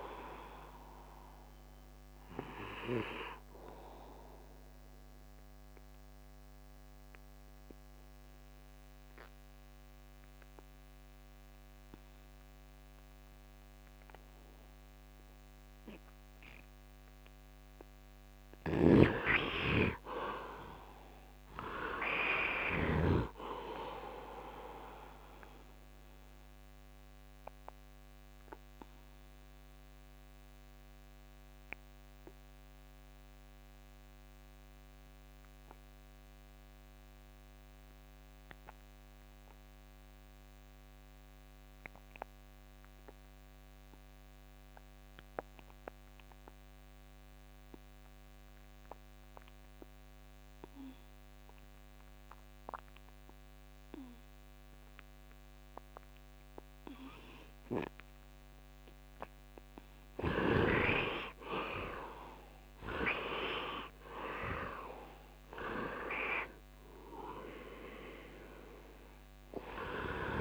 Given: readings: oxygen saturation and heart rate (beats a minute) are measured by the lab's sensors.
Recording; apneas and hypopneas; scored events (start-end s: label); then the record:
breathing in sleep by a microphone on the trachea; 2
5.50-18.00 s: obstructive apnea (oxygen 96% before, 79% lowest, heart rate 80 before, 74 extreme, up 7 after)
18.50-23.00 s: snoring (device-marked)
19.00-23.00 s: arousal
22.00-49.00 s: oxygen desaturation (device-marked, oxygen 96% before, 86% lowest, heart rate 78 before, 74 extreme)
28.00-57.50 s: obstructive apnea (oxygen 96% before, 76% lowest, heart rate 79 before, 72 extreme, up 8 after)
51.00-70.41 s: oxygen desaturation (device-marked, oxygen 99% before, 76% lowest, heart rate 76 before, 72 extreme)
60.50-64.00 s: arousal
From the record:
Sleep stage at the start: N2 (light sleep); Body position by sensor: on the right side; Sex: male